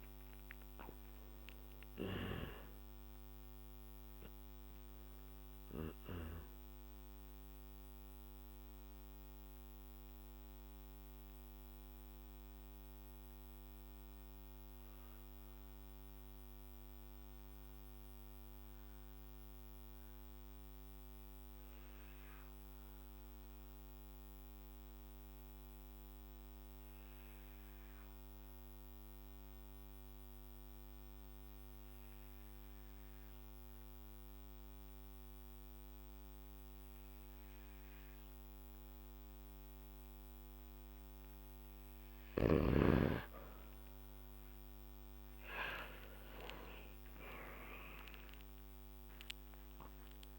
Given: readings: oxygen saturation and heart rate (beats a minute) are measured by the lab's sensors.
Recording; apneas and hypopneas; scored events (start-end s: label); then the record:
breathing in sleep by a microphone on the trachea; 1
6.50-41.00 s: mixed apnea (oxygen 100% before, 94% lowest, heart rate 58 before, 47 extreme, up 3 after)
26.50-39.50 s: oxygen desaturation (device-marked, oxygen 99% before, 94% lowest, heart rate 50 before, 49 extreme)
43.00-49.00 s: arousal
From the record:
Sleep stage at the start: N2 (light sleep); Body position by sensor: on the back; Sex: male